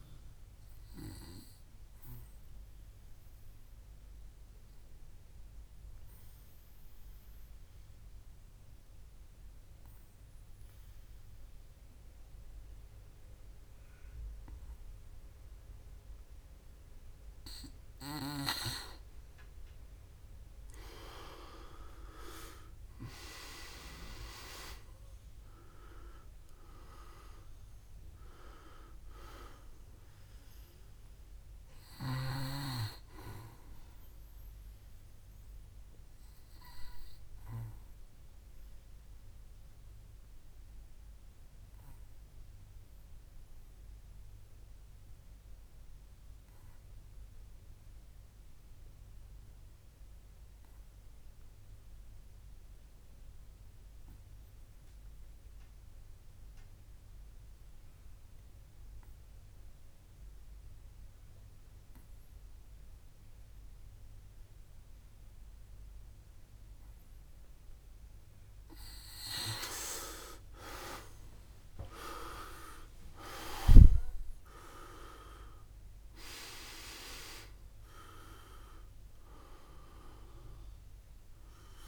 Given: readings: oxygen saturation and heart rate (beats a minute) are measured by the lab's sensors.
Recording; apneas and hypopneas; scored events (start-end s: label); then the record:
breathing in sleep by a room microphone; 2
0.00-13.00 s: oxygen desaturation (device-marked, oxygen 90% lowest, heart rate 59 extreme)
0.50-17.50 s: obstructive apnea (oxygen 97% before, 90% lowest, heart rate 66 before, 58 extreme, up 8 after)
21.00-26.00 s: arousal
23.00-55.00 s: oxygen desaturation (device-marked, oxygen 98% before, 91% lowest, heart rate 63 before, 55 extreme)
38.50-68.00 s: obstructive apnea (oxygen 98% before, 82% lowest, heart rate 66 before, 55 extreme, up 25 after)
70.00-81.88 s: oxygen desaturation (device-marked, oxygen 98% before, 82% lowest, heart rate 58 before, 59 extreme)
71.00-76.00 s: arousal
From the record:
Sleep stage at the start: N2 (light sleep); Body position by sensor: on the back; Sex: male